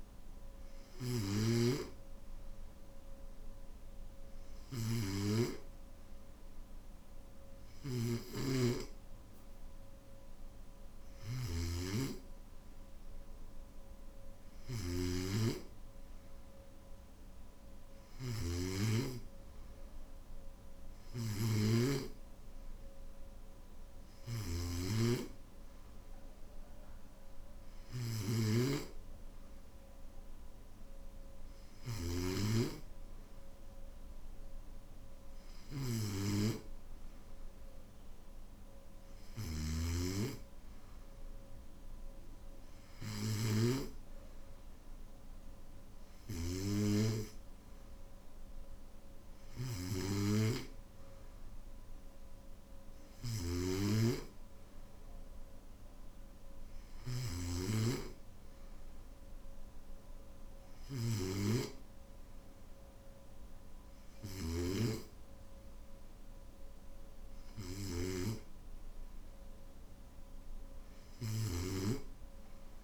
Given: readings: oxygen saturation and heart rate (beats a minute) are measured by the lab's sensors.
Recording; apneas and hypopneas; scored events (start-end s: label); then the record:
breathing in sleep by a room microphone; none
0.00-1.00 s: snoring (device-marked)
8.00-32.00 s: snoring (device-marked)
39.00-43.50 s: snoring (device-marked)
53.00-57.00 s: snoring (device-marked)
71.00-72.84 s: snoring (device-marked)
From the record:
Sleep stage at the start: N3 (deep sleep); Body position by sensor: on the back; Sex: male